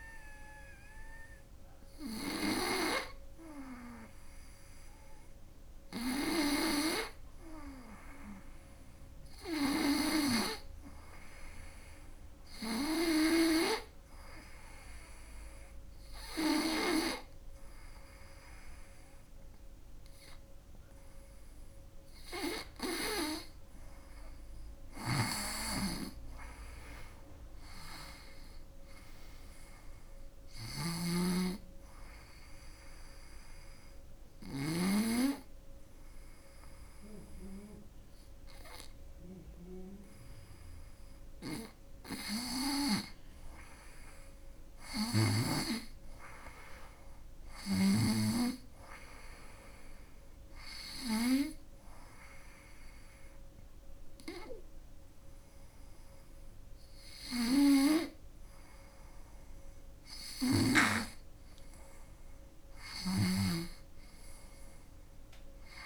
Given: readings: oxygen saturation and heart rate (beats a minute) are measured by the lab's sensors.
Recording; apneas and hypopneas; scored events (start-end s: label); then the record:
breathing in sleep by a room microphone; 1
24.50-34.50 s: snoring (device-marked)
27.50-30.00 s: arousal
32.00-42.00 s: hypopnea (oxygen 96% before, 93% lowest, heart rate 80 before, 75 extreme, up 9 after)
44.00-47.50 s: arousal
49.00-65.00 s: oxygen desaturation (device-marked, oxygen 97% before, 94% lowest, heart rate 80 before, 75 extreme)
62.50-65.86 s: snoring (device-marked)
63.50-65.86 s: arousal
From the record:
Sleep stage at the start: N2 (light sleep); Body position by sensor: on the right side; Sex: female